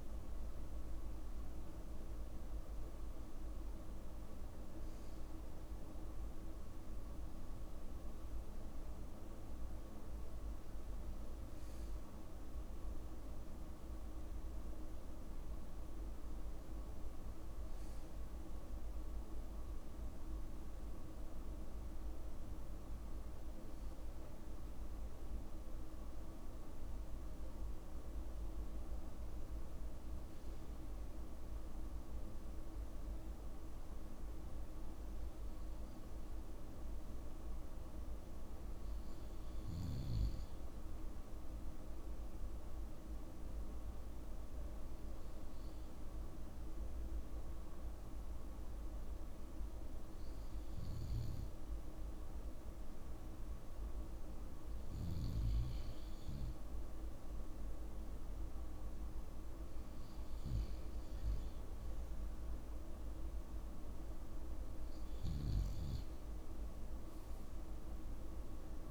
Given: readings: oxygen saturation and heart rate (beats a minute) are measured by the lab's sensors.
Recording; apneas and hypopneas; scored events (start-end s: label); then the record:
breathing in sleep, hard to hear, by a room microphone; 1
41.00-53.50 s: obstructive apnea (oxygen 97% before, 92% lowest, heart rate 52 before, 51 extreme, up 2 after)
55.00-60.00 s: arousal
From the record:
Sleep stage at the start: REM sleep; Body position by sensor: on the back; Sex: male